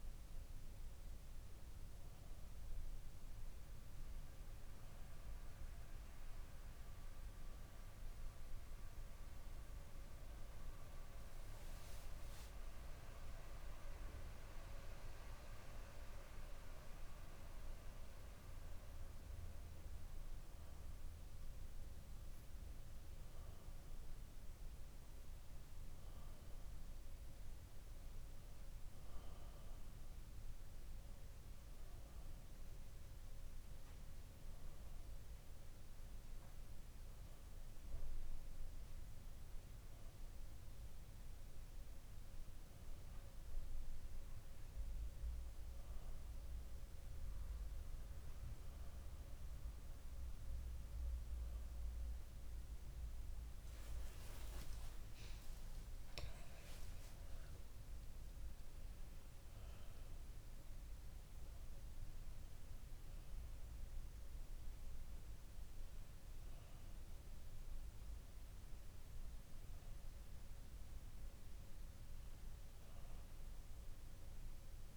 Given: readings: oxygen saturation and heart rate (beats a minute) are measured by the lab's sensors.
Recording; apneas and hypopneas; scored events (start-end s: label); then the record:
breathing in sleep, hard to hear, by a room microphone; none
4.00-6.00 s: long interval between heartbeats (device-marked, heart rate 67 before, 60 extreme)
7.00-11.00 s: arousal
15.00-74.97 s: new sleep stage, N2 (light sleep)
From the record:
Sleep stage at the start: REM sleep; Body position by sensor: on the back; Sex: male